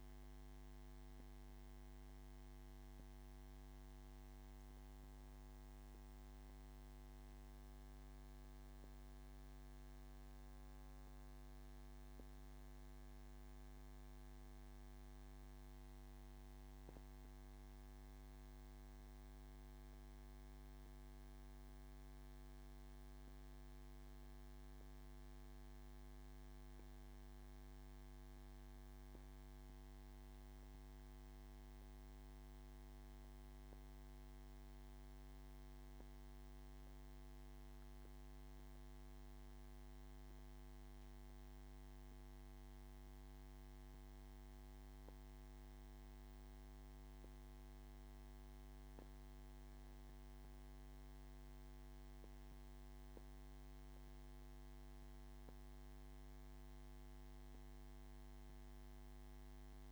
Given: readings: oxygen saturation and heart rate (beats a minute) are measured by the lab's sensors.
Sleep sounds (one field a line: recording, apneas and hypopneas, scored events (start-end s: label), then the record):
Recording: a person awake in a sleep study, hard to hear, by a microphone on the trachea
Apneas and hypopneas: none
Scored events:
none scored
From the record:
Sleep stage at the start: awake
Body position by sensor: on the back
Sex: male